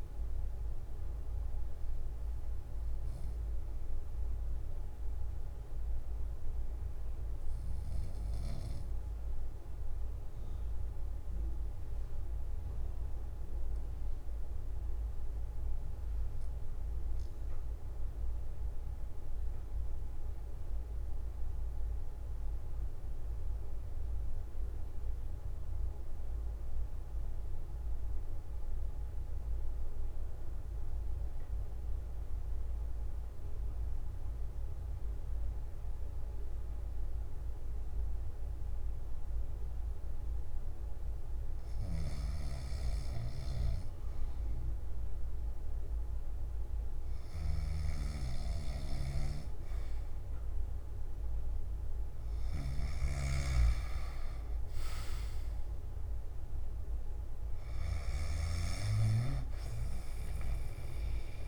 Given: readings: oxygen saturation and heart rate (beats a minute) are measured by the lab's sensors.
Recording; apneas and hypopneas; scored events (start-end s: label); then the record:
breathing in sleep by a room microphone; 1
0.00-2.00 s: oxygen desaturation (device-marked, oxygen 85% lowest, heart rate 54 extreme)
4.50-42.00 s: obstructive apnea (oxygen 96% before, 83% lowest, heart rate 66 before, 46 extreme, up 0 after)
34.00-61.48 s: oxygen desaturation (device-marked, oxygen 99% before, 83% lowest, heart rate 55 before, 46 extreme)
From the record:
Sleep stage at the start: N2 (light sleep); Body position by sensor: on the back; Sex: male